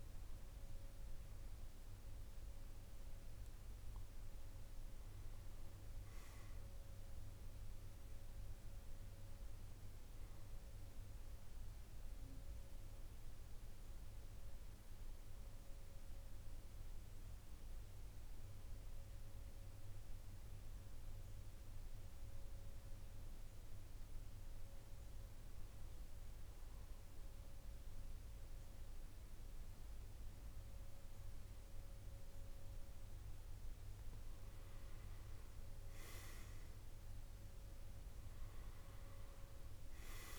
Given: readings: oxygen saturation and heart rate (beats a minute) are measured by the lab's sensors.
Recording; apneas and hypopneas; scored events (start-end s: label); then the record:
breathing in sleep, hard to hear, by a room microphone; 1
12.00-33.50 s: hypopnea (oxygen 98% before, 92% lowest, heart rate 61 before, 50 extreme, up 4 after)
16.00-40.39 s: new sleep stage, N2 (light sleep)
27.00-40.39 s: oxygen desaturation (device-marked, oxygen 100% before, 92% lowest, heart rate 54 before, 49 extreme)
36.50-40.00 s: arousal
From the record:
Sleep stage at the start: N1 (lightest sleep); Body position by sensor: on the back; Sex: male